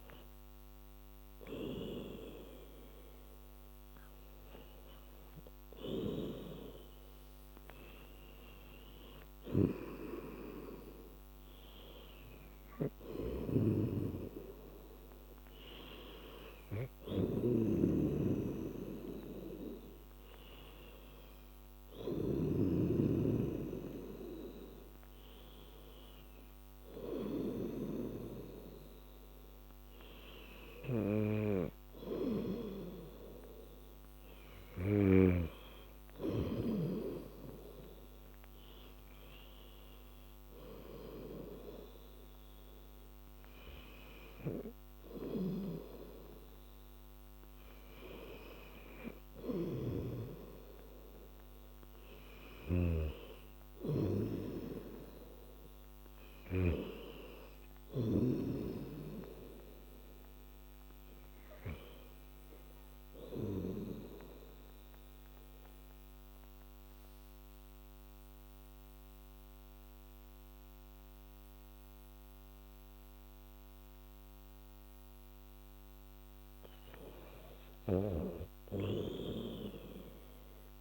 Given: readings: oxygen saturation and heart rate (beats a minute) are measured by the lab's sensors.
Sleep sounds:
breathing in sleep by a microphone on the trachea; 1
13.00-22.50 s: snoring (device-marked)
45.00-58.50 s: snoring (device-marked)
64.00-75.50 s: obstructive apnea (oxygen 98% before, 90% lowest, heart rate 85 before, 68 extreme, up 7 after)
78.00-80.81 s: arousal
From the record:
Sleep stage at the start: N2 (light sleep); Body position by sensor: on the back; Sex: female

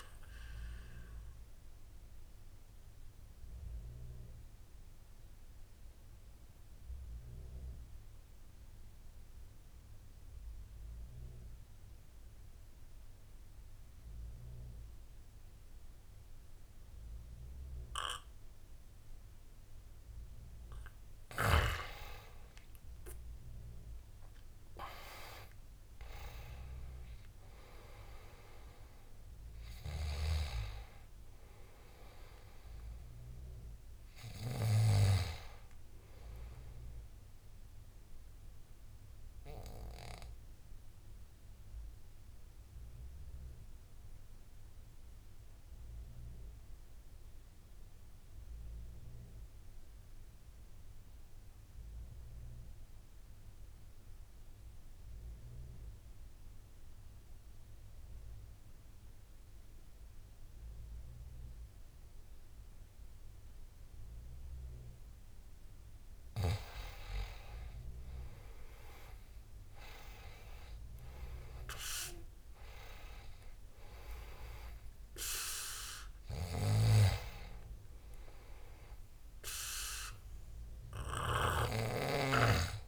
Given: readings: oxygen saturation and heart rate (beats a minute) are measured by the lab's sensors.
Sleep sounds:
breathing in sleep by a room microphone; 2
2.00-20.50 s: obstructive apnea (oxygen 98% before, 90% lowest, heart rate 78 before, 71 extreme, up 11 after)
22.00-25.50 s: arousal
25.50-34.50 s: oxygen desaturation (device-marked, oxygen 97% before, 93% lowest, heart rate 73 before, 70 extreme)
39.00-65.50 s: obstructive apnea (oxygen 97% before, 85% lowest, heart rate 78 before, 70 extreme, up 8 after)
42.50-56.50 s: oxygen desaturation (device-marked, oxygen 94% before, 90% lowest, heart rate 79 before, 70 extreme)
64.50-82.88 s: oxygen desaturation (device-marked, oxygen 98% before, 85% lowest, heart rate 72 before, 68 extreme)
67.00-70.50 s: arousal
From the record:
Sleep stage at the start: N2 (light sleep); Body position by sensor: on the back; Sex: male

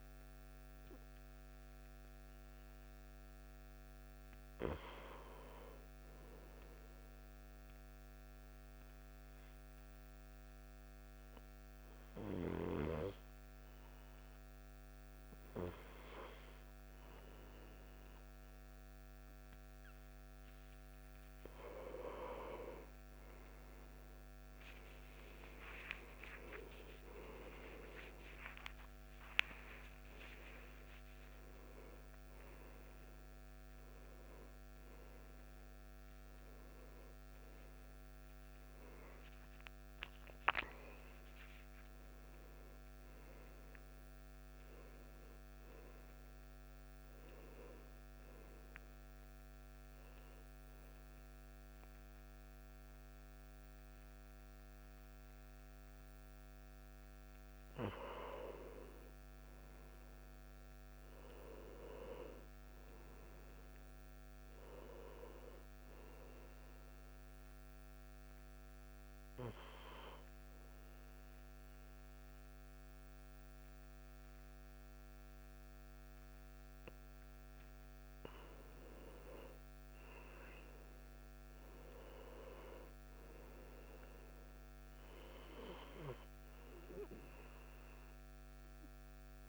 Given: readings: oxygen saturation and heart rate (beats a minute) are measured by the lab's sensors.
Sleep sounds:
a person partly awake in a sleep study, by a microphone on the trachea; none
0.00-5.50 s: oxygen desaturation (device-marked, oxygen 91% lowest, heart rate 61 extreme)
14.50-44.50 s: new sleep stage, awake
20.50-36.50 s: oxygen desaturation (device-marked, oxygen 95% before, 90% lowest, heart rate 62 before, 59 extreme)
44.50-50.50 s: oxygen desaturation (device-marked, oxygen 91% before, 86% lowest, heart rate 70 before, 59 extreme)
44.50-74.50 s: new sleep stage, N1 (lightest sleep)
69.50-75.50 s: oxygen desaturation (device-marked, oxygen 97% before, 93% lowest, heart rate 62 before, 60 extreme)
74.50-89.49 s: new sleep stage, N2 (light sleep)
79.00-83.50 s: arousal
87.50-89.49 s: oxygen desaturation (device-marked, oxygen 95% before, 92% lowest, heart rate 63 before, 59 extreme)
From the record:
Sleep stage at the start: N2 (light sleep); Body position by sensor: on the back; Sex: male

